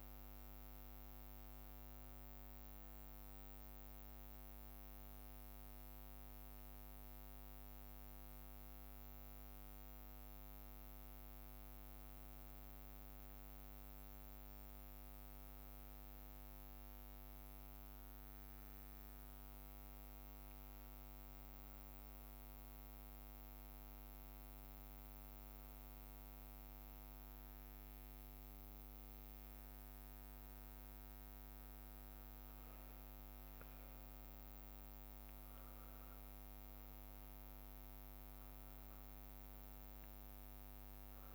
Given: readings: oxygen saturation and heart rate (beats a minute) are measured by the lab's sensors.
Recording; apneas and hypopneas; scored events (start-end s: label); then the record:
a person awake in a sleep study, hard to hear, by a microphone on the trachea; none
0.00-20.00 s: bradycardia (device-marked, heart rate 57 extreme)
From the record:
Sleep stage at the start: awake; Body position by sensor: on the back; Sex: male